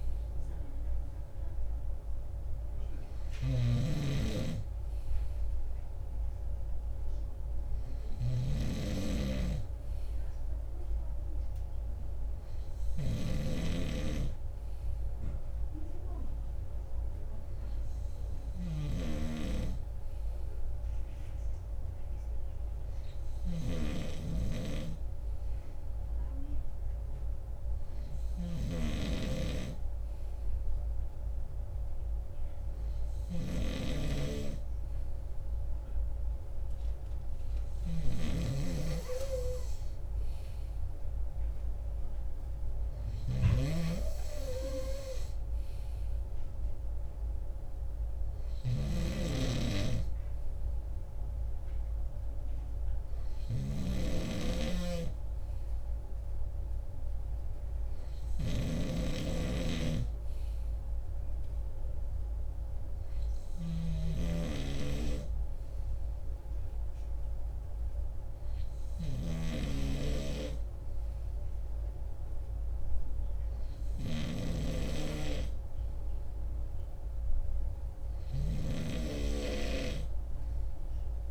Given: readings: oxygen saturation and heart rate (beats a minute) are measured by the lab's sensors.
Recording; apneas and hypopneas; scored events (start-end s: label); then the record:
breathing in sleep by a room microphone; none
0.00-8.50 s: snoring (device-marked)
38.00-64.00 s: snoring (device-marked)
From the record:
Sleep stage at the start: N2 (light sleep); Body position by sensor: on the right side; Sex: male